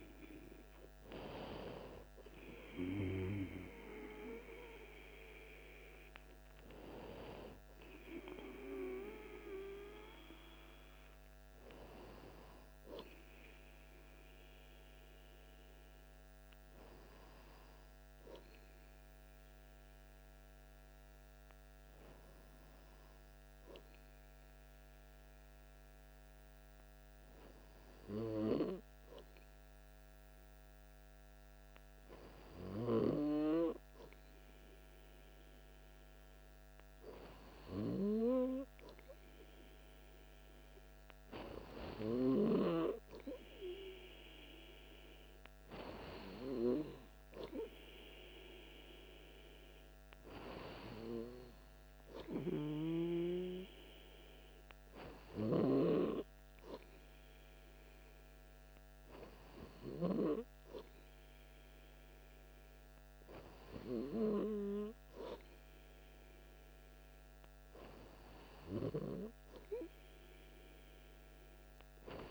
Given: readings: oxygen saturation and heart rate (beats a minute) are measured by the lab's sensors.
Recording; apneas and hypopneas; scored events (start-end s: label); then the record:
breathing in sleep by a microphone on the trachea; 1
14.00-17.00 s: arousal
20.50-39.50 s: hypopnea (oxygen 99% before, 97% lowest, heart rate 57 before, 57 extreme, up 2 after)
41.50-45.50 s: arousal
From the record:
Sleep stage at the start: N2 (light sleep); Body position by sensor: on the back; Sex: male